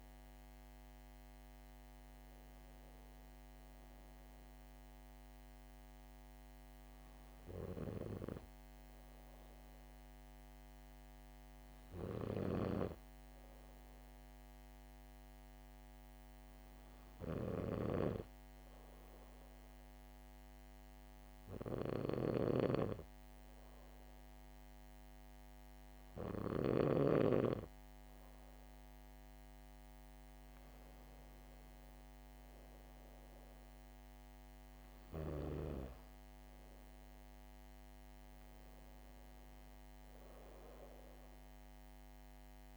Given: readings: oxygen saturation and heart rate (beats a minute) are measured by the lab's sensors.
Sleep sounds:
breathing in sleep by a microphone on the trachea; 1
0.00-1.00 s: arousal
10.50-27.50 s: hypopnea (oxygen 99% before, 95% lowest, heart rate 67 before, 65 extreme, up 2 after)
30.50-34.50 s: arousal
From the record:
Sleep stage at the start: N2 (light sleep); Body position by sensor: on the back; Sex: female

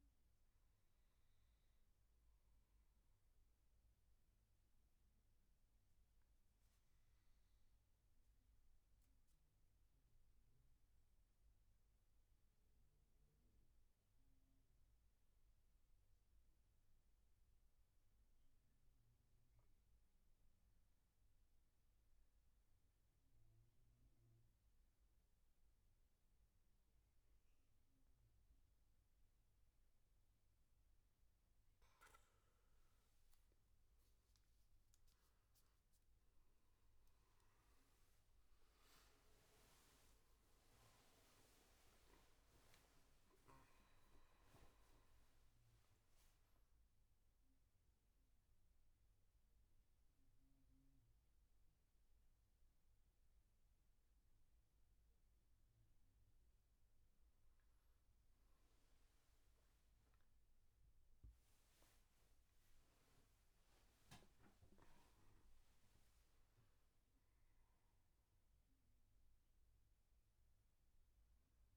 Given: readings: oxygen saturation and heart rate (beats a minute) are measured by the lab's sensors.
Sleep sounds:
breathing in sleep, hard to hear, by a room microphone; 1
0.00-2.00 s: oxygen desaturation (device-marked, oxygen 90% lowest, heart rate 65 extreme)
7.50-31.50 s: mixed apnea (oxygen 99% before, 89% lowest, heart rate 68 before, 70 extreme, up 18 after)
23.00-59.00 s: oxygen desaturation (device-marked, oxygen 98% before, 89% lowest, heart rate 71 before, 70 extreme)
33.50-38.00 s: arousal
61.00-65.00 s: arousal
From the record:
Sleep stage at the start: N2 (light sleep); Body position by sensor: on the back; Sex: male

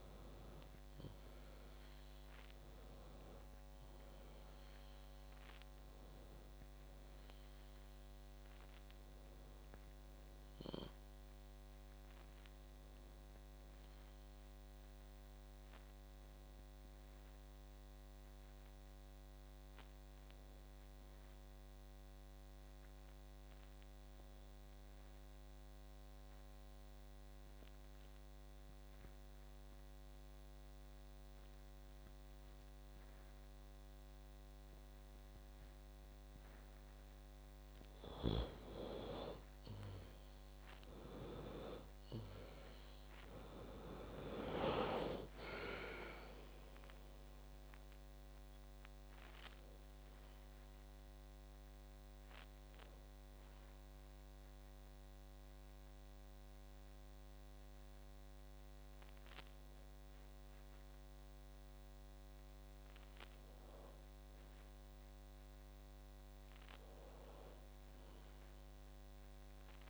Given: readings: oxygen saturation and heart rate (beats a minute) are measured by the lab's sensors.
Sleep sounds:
breathing in sleep by a microphone on the trachea; 2
0.00-1.50 s: arousal
2.00-23.00 s: oxygen desaturation (device-marked, oxygen 98% before, 93% lowest, heart rate 56 before, 53 extreme)
26.50-37.50 s: obstructive apnea (oxygen 98% before, 92% lowest, heart rate 60 before, 53 extreme, up 16 after)
40.00-43.00 s: arousal
43.00-69.00 s: oxygen desaturation (device-marked, oxygen 98% before, 92% lowest, heart rate 58 before, 59 extreme)
53.00-63.50 s: hypopnea (oxygen 98% before, 92% lowest, heart rate 65 before, 59 extreme, up 4 after)
66.00-69.90 s: arousal
From the record:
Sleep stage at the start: N2 (light sleep); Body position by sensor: on the back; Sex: female

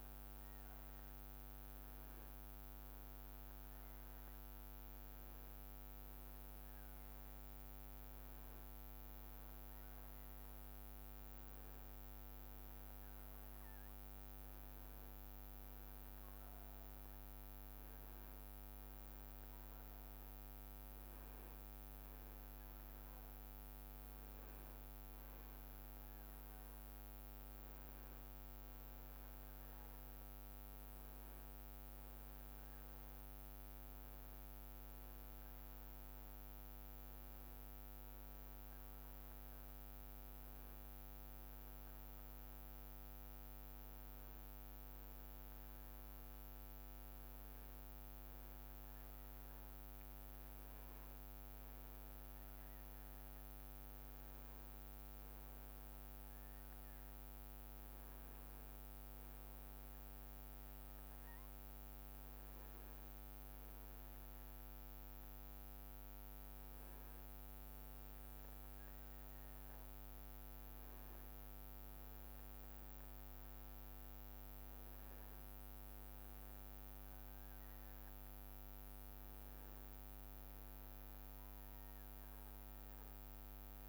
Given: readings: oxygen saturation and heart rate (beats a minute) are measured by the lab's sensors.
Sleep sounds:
breathing in sleep, hard to hear, by a microphone on the trachea; none
18.00-83.89 s: new sleep stage, N2 (light sleep)
50.50-53.00 s: leg movement (device-marked)
58.00-60.50 s: leg movement (device-marked)
70.50-73.50 s: leg movement (device-marked)
From the record:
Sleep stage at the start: N1 (lightest sleep); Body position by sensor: on the back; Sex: male

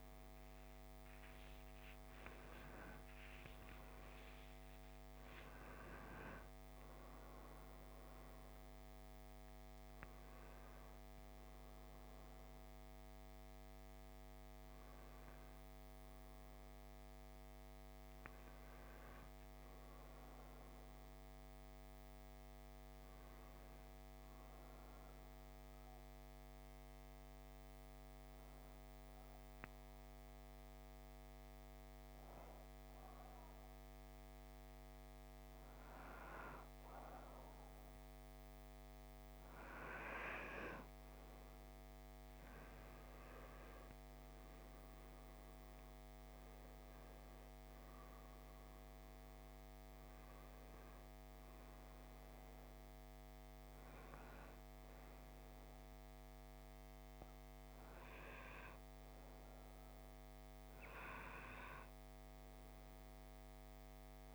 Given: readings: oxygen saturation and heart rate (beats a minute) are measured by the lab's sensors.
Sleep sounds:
breathing in sleep by a microphone on the trachea; 1
1.50-31.50 s: new sleep stage, N1 (lightest sleep)
18.50-22.50 s: arousal
24.50-36.00 s: obstructive apnea (oxygen 97% before, 91% lowest, heart rate 75 before, 55 extreme, up 3 after)
31.50-64.35 s: new sleep stage, N2 (light sleep)
41.50-46.50 s: arousal
45.50-64.35 s: oxygen desaturation (device-marked, oxygen 95% before, 91% lowest, heart rate 56 before, 55 extreme)
From the record:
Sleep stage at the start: N2 (light sleep); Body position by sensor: on the back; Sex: male

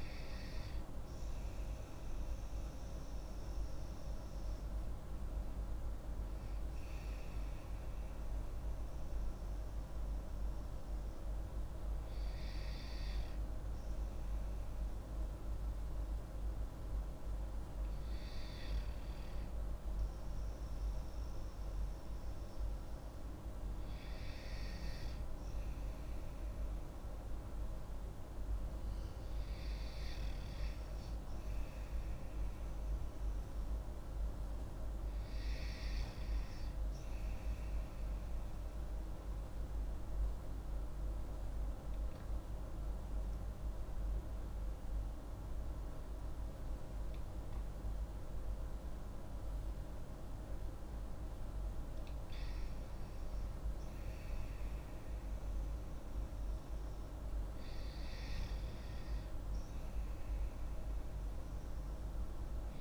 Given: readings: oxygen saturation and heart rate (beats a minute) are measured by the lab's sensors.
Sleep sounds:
breathing in sleep, hard to hear, by a room microphone; 2
3.00-6.50 s: arousal
9.50-24.00 s: hypopnea (oxygen 95% before, 91% lowest)
25.50-28.50 s: arousal
38.00-51.00 s: obstructive apnea (oxygen 97% before, 91% lowest)
53.50-57.00 s: arousal
From the record:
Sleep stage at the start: N2 (light sleep); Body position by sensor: on the back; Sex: female

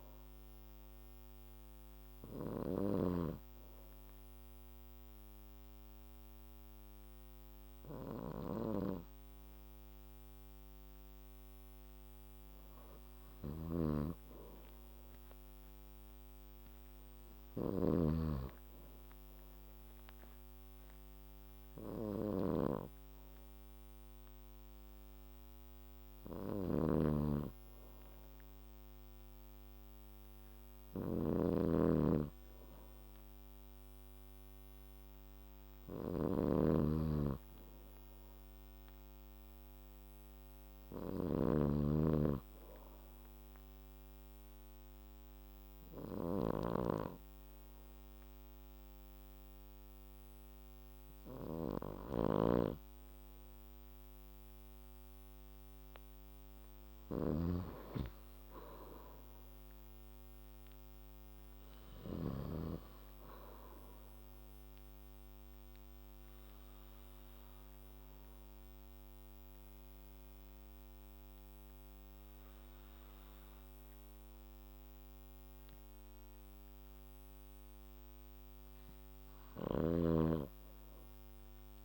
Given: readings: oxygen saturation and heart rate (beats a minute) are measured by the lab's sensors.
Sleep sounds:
breathing in sleep by a microphone on the trachea; 3
0.00-3.50 s: snoring (device-marked)
0.50-12.00 s: obstructive apnea (oxygen 95% before, 89% lowest, heart rate 65 before, 60 extreme, up 5 after)
1.00-19.00 s: oxygen desaturation (device-marked, oxygen 93% before, 89% lowest, heart rate 65 before, 60 extreme)
13.50-62.50 s: snoring (device-marked)
15.00-19.00 s: arousal
44.50-55.00 s: obstructive apnea (oxygen 96% before, 88% lowest, heart rate 63 before, 57 extreme, up 4 after)
46.00-54.00 s: oxygen desaturation (device-marked, oxygen 95% before, 93% lowest, heart rate 63 before, 57 extreme)
58.00-61.50 s: arousal
66.00-77.50 s: obstructive apnea (oxygen 95% before, 88% lowest, heart rate 65 before, 57 extreme, up 9 after)
76.00-81.85 s: oxygen desaturation (device-marked, oxygen 93% before, 88% lowest, heart rate 64 before, 59 extreme)
79.50-81.85 s: snoring (device-marked)
From the record:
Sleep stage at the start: N2 (light sleep); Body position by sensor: on the back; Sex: male

